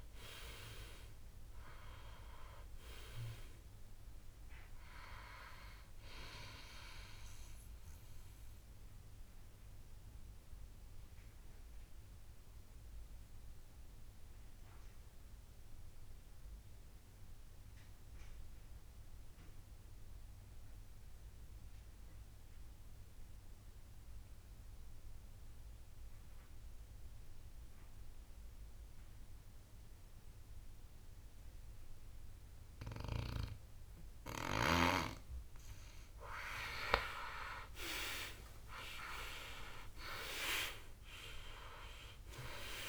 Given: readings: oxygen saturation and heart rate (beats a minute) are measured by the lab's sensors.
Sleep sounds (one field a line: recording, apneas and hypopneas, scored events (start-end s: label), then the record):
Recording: breathing in sleep by a room microphone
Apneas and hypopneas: 1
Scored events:
0.00-20.00 s: oxygen desaturation (device-marked, oxygen 92% lowest, heart rate 56 extreme)
9.00-36.00 s: mixed apnea (oxygen 98% before, 92% lowest, heart rate 71 before, 56 extreme, up 20 after)
35.00-37.00 s: long interval between heartbeats (device-marked, heart rate 60 before, 64 extreme)
From the record:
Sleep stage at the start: N2 (light sleep)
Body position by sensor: on the back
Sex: male